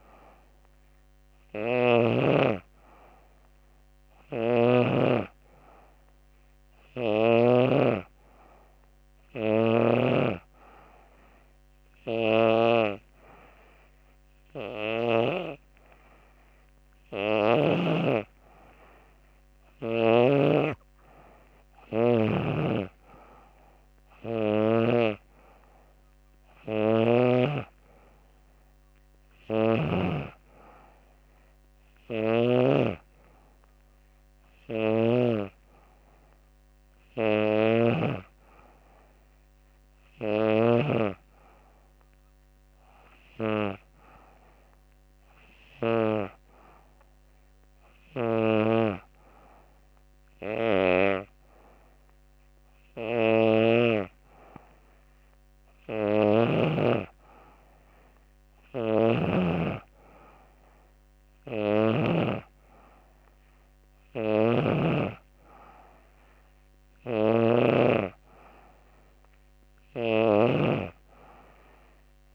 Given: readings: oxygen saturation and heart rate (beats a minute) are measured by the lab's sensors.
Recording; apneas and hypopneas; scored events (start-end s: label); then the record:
breathing in sleep by a microphone on the trachea; 1
0.00-1.50 s: snoring (device-marked)
3.50-7.00 s: snoring (device-marked)
10.50-22.00 s: hypopnea (oxygen 93% before, 89% lowest, heart rate 86 before, 86 extreme, up 1 after)
19.00-24.00 s: snoring (device-marked)
23.00-26.50 s: arousal
24.50-33.50 s: oxygen desaturation (device-marked, oxygen 92% before, 89% lowest, heart rate 87 before, 84 extreme)
28.50-32.00 s: snoring (device-marked)
36.50-40.00 s: snoring (device-marked)
52.50-56.00 s: snoring (device-marked)
58.00-61.50 s: snoring (device-marked)
63.50-72.35 s: snoring (device-marked)
From the record:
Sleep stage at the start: N2 (light sleep); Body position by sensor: on the back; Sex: female